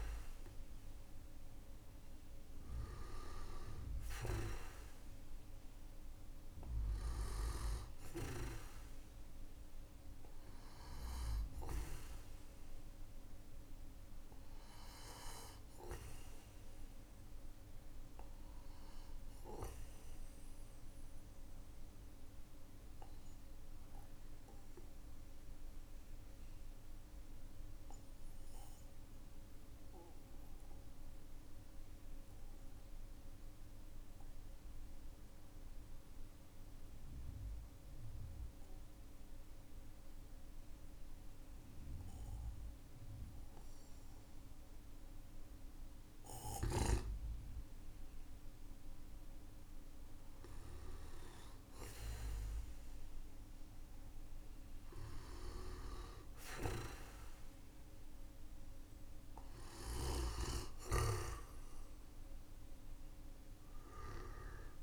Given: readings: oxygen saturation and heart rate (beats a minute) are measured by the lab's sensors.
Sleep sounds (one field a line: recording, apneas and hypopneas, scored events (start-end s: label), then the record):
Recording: breathing in sleep by a room microphone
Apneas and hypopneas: 1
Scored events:
15.00-44.50 s: obstructive apnea (oxygen 95% before, 92% lowest, heart rate 49 before, 47 extreme, up 13 after)
49.00-63.00 s: oxygen desaturation (device-marked, oxygen 98% before, 94% lowest, heart rate 52 before, 44 extreme)
52.00-59.50 s: arousal
From the record:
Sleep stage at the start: N2 (light sleep)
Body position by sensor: on the right side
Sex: male